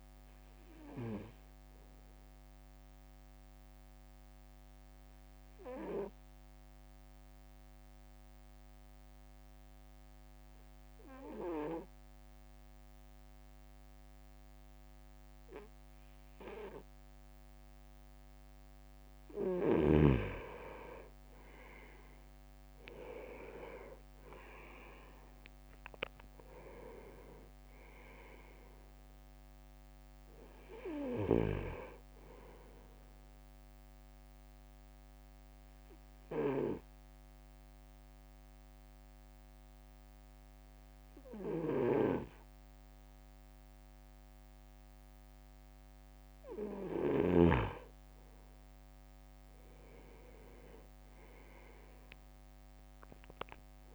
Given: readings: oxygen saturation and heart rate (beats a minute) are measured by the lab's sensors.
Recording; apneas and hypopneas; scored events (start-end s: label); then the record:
breathing in sleep by a microphone on the trachea; 2
0.00-2.00 s: drop in pulse transit time (device-marked, heart rate 50 extreme)
2.00-19.00 s: obstructive apnea (oxygen 98% before, 96% lowest, heart rate 57 before, 53 extreme, up 7 after)
21.00-26.00 s: leg movement (device-marked)
22.50-27.00 s: arousal
23.00-36.00 s: drop in pulse transit time (device-marked, heart rate 55 before, 53 extreme)
34.00-47.50 s: obstructive apnea (oxygen 98% before, 96% lowest, heart rate 59 before, 53 extreme, up 8 after)
48.50-52.00 s: leg movement (device-marked)
50.50-53.95 s: arousal
52.00-53.95 s: drop in pulse transit time (device-marked, heart rate 56 before, 54 extreme)
From the record:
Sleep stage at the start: N2 (light sleep); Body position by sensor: on the right side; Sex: male